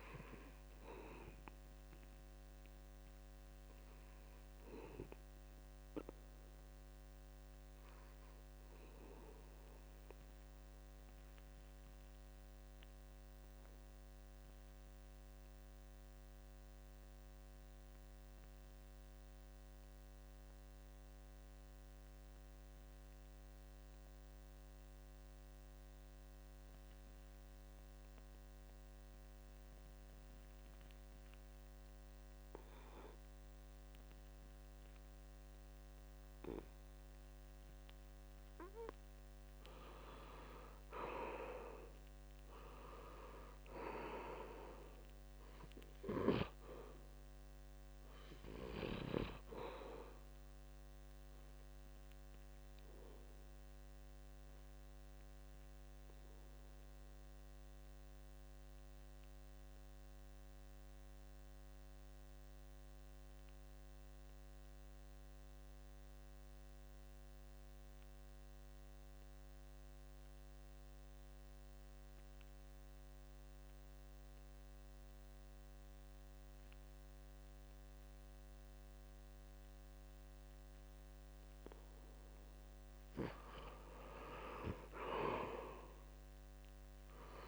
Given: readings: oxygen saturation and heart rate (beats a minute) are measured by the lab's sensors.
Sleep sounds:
breathing in sleep by a microphone on the trachea; 2
0.00-14.00 s: oxygen desaturation (device-marked, oxygen 77% lowest, heart rate 64 extreme)
9.50-39.00 s: obstructive apnea (oxygen 90% before, 80% lowest, heart rate 73 before, 67 extreme, up 5 after)
31.00-64.00 s: oxygen desaturation (device-marked, oxygen 96% before, 80% lowest, heart rate 69 before, 67 extreme)
42.50-46.00 s: arousal
56.00-81.00 s: obstructive apnea (oxygen 95% before, 80% lowest, heart rate 72 before, 65 extreme, up 7 after)
62.00-64.00 s: long interval between heartbeats (device-marked, heart rate 71 before, 69 extreme)
66.50-68.50 s: long interval between heartbeats (device-marked, heart rate 70 before, 70 extreme)
77.00-87.48 s: oxygen desaturation (device-marked, oxygen 96% before, 80% lowest, heart rate 70 before, 65 extreme)
83.00-85.50 s: arousal
From the record:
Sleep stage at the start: N2 (light sleep); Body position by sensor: on the back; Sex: male

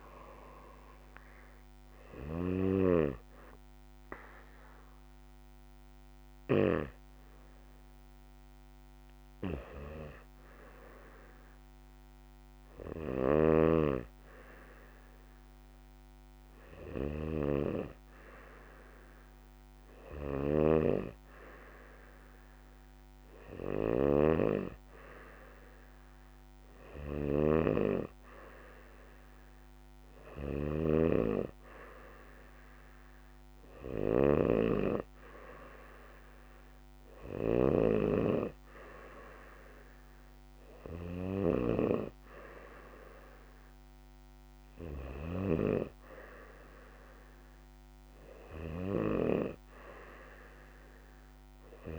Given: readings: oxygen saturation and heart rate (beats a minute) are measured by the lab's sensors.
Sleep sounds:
breathing in sleep by a microphone on the trachea; none
0.00-7.00 s: oxygen desaturation (device-marked, oxygen 90% lowest, heart rate 61 extreme)
13.00-38.00 s: snoring (device-marked)
45.00-51.99 s: snoring (device-marked)
From the record:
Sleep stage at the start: N2 (light sleep); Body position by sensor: on the back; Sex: male

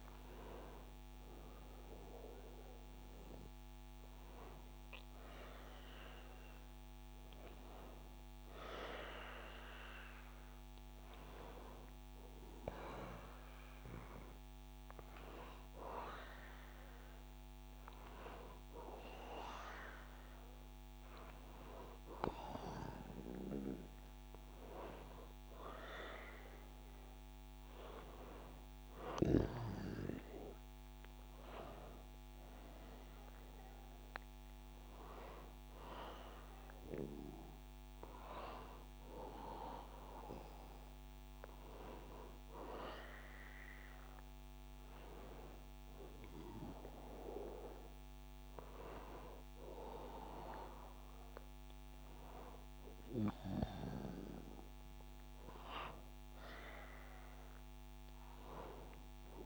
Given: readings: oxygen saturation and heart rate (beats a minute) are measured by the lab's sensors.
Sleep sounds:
a person awake in a sleep study, by a microphone on the trachea; none
none scored
From the record:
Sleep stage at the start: awake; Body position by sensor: on the back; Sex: male

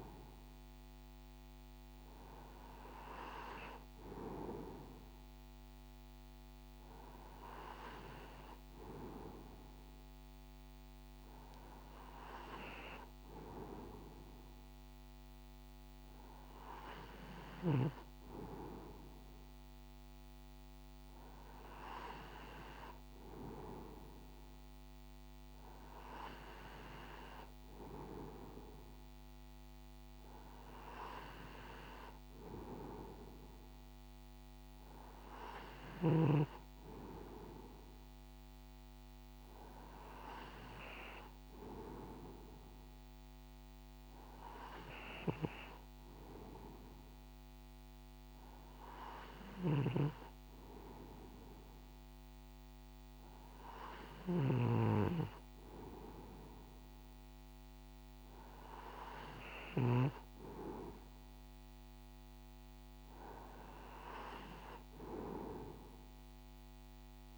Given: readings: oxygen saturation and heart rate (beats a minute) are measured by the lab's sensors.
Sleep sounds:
breathing in sleep by a microphone on the trachea; none
49.00-60.00 s: snoring (device-marked)
From the record:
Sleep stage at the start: N2 (light sleep); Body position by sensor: on the right side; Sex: male

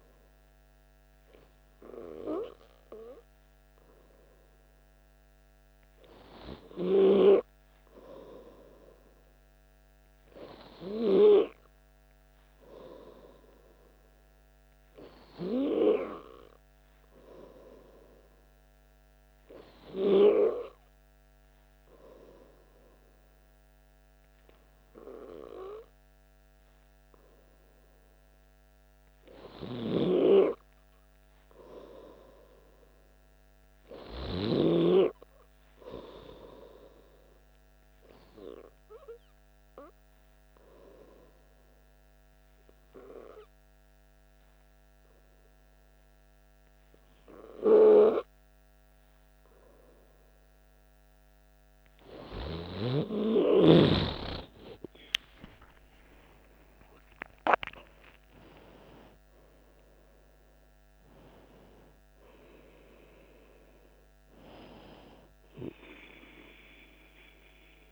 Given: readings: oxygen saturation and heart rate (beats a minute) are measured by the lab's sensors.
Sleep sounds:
breathing in sleep by a microphone on the trachea; 2
18.00-30.00 s: hypopnea (oxygen 96% before, 94% lowest, heart rate 59 before, 59 extreme, up 1 after)
30.50-34.00 s: arousal
39.00-52.50 s: obstructive apnea (oxygen 96% before, 94% lowest, heart rate 60 before, 56 extreme, up 11 after)
55.50-60.00 s: arousal
From the record:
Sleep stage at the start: N2 (light sleep); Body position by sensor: on the back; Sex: male

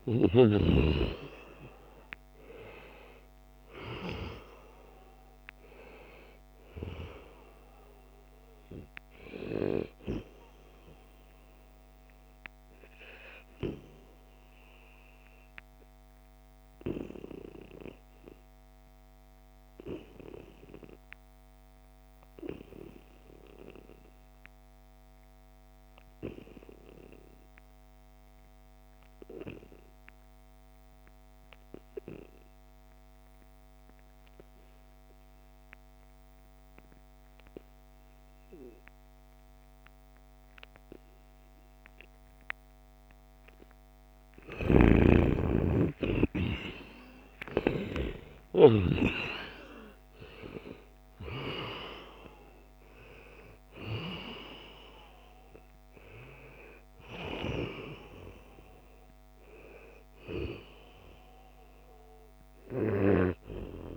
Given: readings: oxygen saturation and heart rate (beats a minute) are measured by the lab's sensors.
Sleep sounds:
breathing in sleep by a microphone on the trachea; 1
0.00-24.00 s: oxygen desaturation (device-marked, oxygen 85% lowest, heart rate 66 extreme)
11.50-43.50 s: obstructive apnea (oxygen 97% before, 85% lowest, heart rate 75 before, 66 extreme, up 20 after)
38.00-63.97 s: oxygen desaturation (device-marked, oxygen 97% before, 86% lowest, heart rate 73 before, 69 extreme)
44.00-46.00 s: long interval between heartbeats (device-marked, heart rate 71 before, 75 extreme)
45.00-48.50 s: arousal
51.00-53.00 s: long interval between heartbeats (device-marked, heart rate 73 before, 86 extreme)
From the record:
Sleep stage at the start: N2 (light sleep); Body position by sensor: on the back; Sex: male

